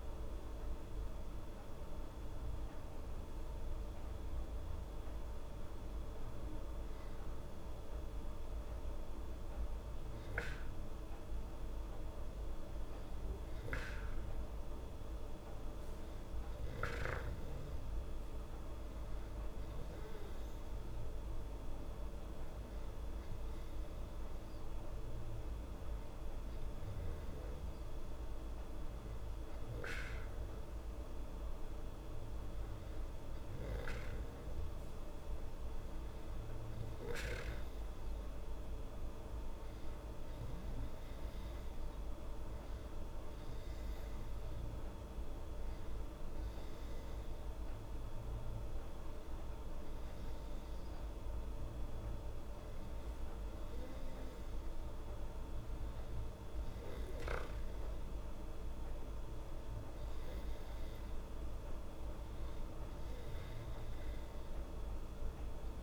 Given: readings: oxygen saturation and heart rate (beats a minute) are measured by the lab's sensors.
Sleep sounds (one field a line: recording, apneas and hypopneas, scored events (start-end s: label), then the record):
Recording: breathing in sleep, hard to hear, by a room microphone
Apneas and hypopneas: none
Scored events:
none scored
From the record:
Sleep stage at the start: N2 (light sleep)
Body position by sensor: on the back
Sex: female